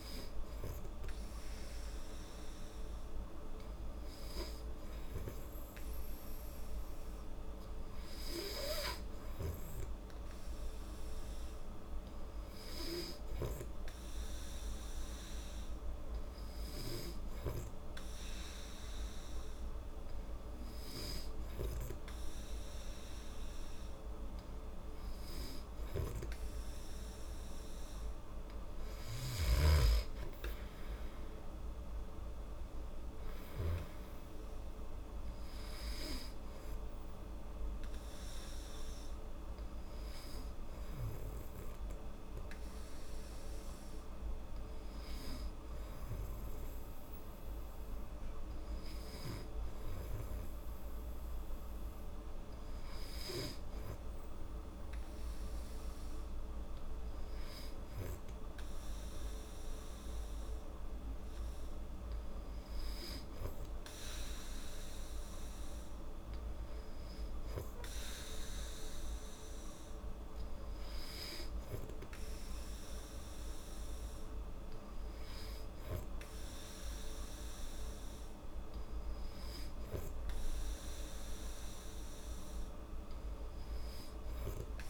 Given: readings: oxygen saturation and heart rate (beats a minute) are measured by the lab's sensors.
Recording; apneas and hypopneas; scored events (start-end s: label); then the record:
breathing in sleep, hard to hear, by a room microphone; 2
3.00-25.00 s: hypopnea (oxygen 96% before, 93% lowest, heart rate 75 before, 69 extreme, up 4 after)
30.00-33.50 s: arousal
40.50-53.00 s: hypopnea (oxygen 95% before, 93% lowest, heart rate 78 before, 70 extreme, up 4 after)
54.50-58.00 s: arousal
64.50-81.50 s: oxygen desaturation (device-marked, oxygen 97% before, 93% lowest, heart rate 73 before, 73 extreme)
From the record:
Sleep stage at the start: N2 (light sleep); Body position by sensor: on the back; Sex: female